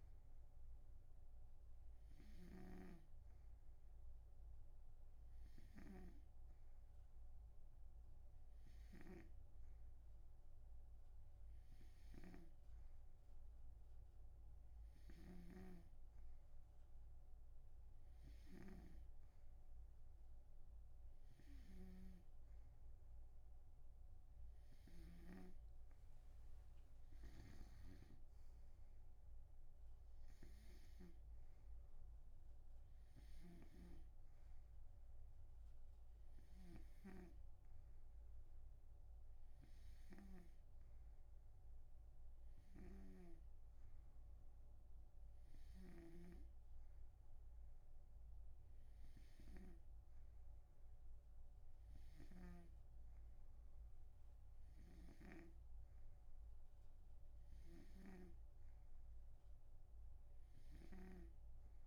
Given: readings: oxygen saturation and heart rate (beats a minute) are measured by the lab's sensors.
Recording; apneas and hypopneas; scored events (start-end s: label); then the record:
breathing in sleep by a room microphone; none
0.00-6.50 s: snoring (device-marked)
12.50-25.50 s: snoring (device-marked)
27.50-46.50 s: snoring (device-marked)
55.00-61.86 s: snoring (device-marked)
From the record:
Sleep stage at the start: N2 (light sleep); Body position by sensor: on the right side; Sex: male